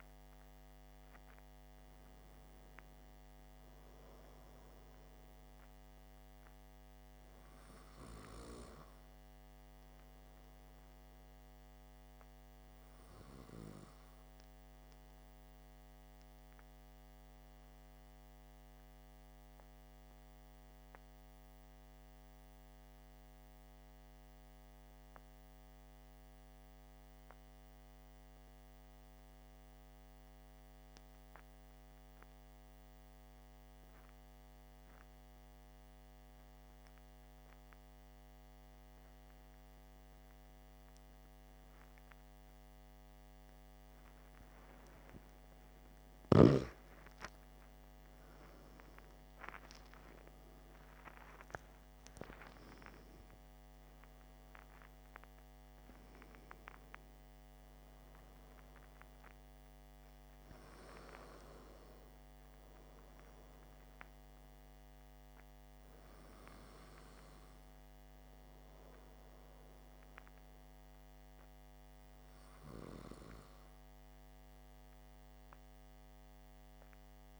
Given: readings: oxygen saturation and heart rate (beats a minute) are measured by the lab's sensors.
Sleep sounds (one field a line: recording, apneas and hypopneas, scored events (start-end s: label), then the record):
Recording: breathing in sleep by a microphone on the trachea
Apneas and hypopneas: 1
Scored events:
21.00-45.50 s: obstructive apnea (oxygen 95% before, 93% lowest, heart rate 56 before, 55 extreme, up 11 after)
39.50-42.50 s: oxygen desaturation (device-marked, oxygen 97% before, 95% lowest, heart rate 57 before, 57 extreme)
47.00-52.00 s: arousal
From the record:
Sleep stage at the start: N2 (light sleep)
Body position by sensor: on the back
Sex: male